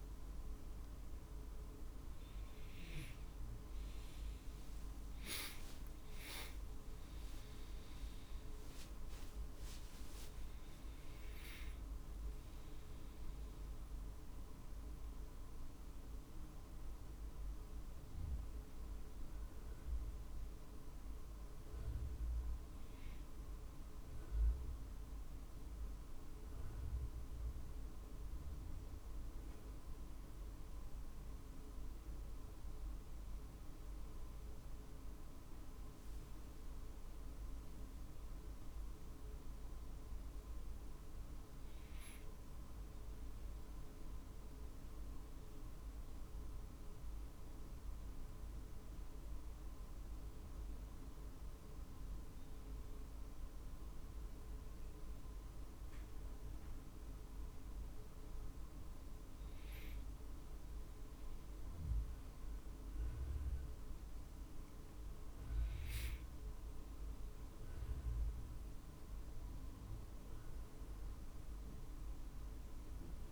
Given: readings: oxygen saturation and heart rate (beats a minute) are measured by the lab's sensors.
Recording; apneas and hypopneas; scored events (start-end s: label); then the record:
a person awake in a sleep study, hard to hear, by a room microphone; none
none scored
From the record:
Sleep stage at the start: awake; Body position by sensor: on the right side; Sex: male